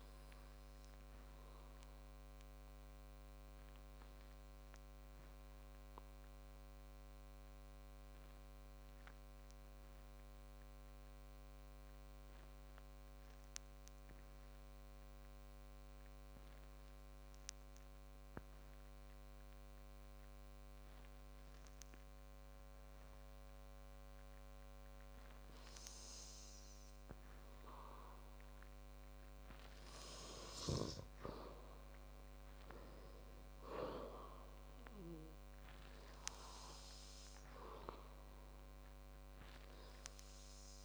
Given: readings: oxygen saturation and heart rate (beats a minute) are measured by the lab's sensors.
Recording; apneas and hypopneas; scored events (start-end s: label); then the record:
breathing in sleep by a microphone on the trachea; 1
9.00-29.00 s: mixed apnea (oxygen 98% before, 93% lowest, heart rate 56 before, 48 extreme, up 20 after)
13.50-21.50 s: oxygen desaturation (device-marked, oxygen 97% before, 93% lowest, heart rate 51 before, 57 extreme)
32.00-35.50 s: arousal
From the record:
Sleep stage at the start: N2 (light sleep); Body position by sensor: on the back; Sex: male